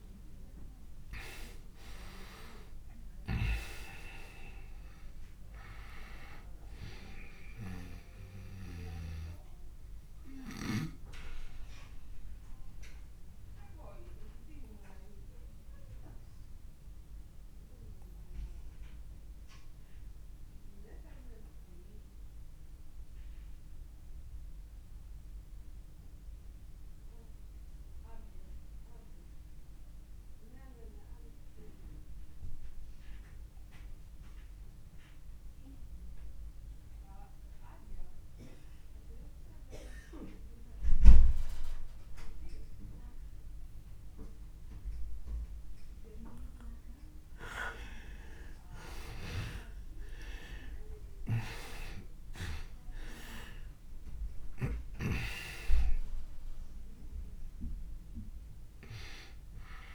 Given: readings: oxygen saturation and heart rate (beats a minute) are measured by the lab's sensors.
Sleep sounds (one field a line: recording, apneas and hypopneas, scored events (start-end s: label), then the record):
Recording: breathing in sleep by a room microphone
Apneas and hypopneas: 1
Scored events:
0.00-28.00 s: oxygen desaturation (device-marked, oxygen 80% lowest, heart rate 26 extreme)
9.50-45.50 s: obstructive apnea (oxygen 95% before, 80% lowest, heart rate 38 before, 26 extreme, up 30 after)
43.00-59.95 s: oxygen desaturation (device-marked, oxygen 99% before, 83% lowest, heart rate 39 before, 26 extreme)
48.00-52.50 s: arousal
From the record:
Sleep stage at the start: N2 (light sleep)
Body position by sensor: on the back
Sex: male